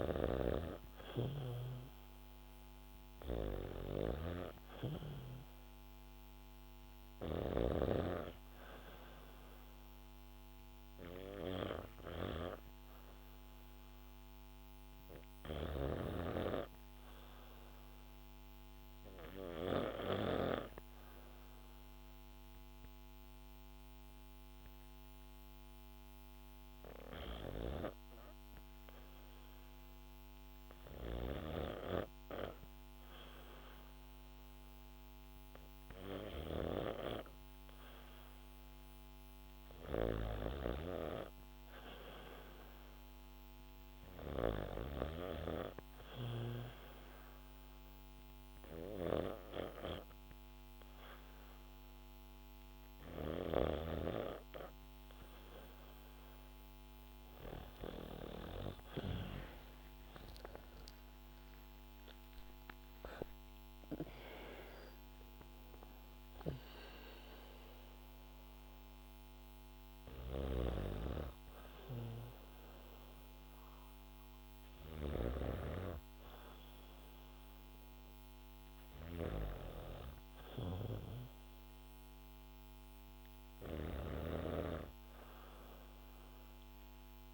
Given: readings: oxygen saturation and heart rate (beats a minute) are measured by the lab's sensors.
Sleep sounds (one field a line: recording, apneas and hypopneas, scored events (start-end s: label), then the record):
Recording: breathing in sleep by a microphone on the trachea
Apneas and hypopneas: 2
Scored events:
0.00-7.00 s: snoring (device-marked)
15.00-19.00 s: snoring (device-marked)
19.00-29.50 s: obstructive apnea (oxygen 96% before, 92% lowest, heart rate 71 before, 64 extreme, up 0 after)
30.50-44.50 s: snoring (device-marked)
33.00-37.50 s: arousal
36.00-44.00 s: oxygen desaturation (device-marked, oxygen 95% before, 93% lowest, heart rate 70 before, 66 extreme)
44.00-55.00 s: hypopnea (oxygen 96% before, 92% lowest, heart rate 67 before, 67 extreme, up 20 after)
58.50-64.00 s: arousal
69.50-74.50 s: snoring (device-marked)
From the record:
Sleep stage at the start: REM sleep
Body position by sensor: on the back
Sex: female